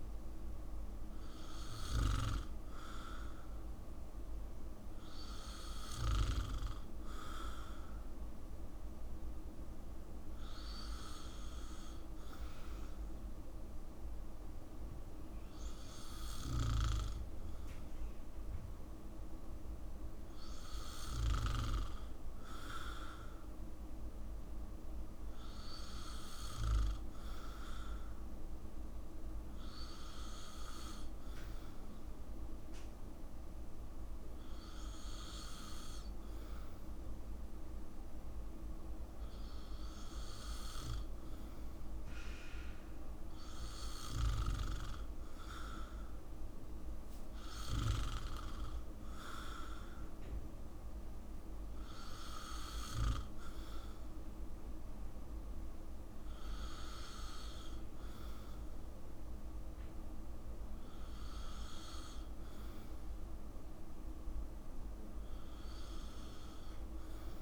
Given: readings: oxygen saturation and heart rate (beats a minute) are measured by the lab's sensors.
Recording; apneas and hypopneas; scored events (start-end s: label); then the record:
breathing in sleep by a room microphone; none
47.50-49.50 s: long interval between heartbeats (device-marked, heart rate 66 before, 79 extreme)
From the record:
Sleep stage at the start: N2 (light sleep); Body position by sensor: on the back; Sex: male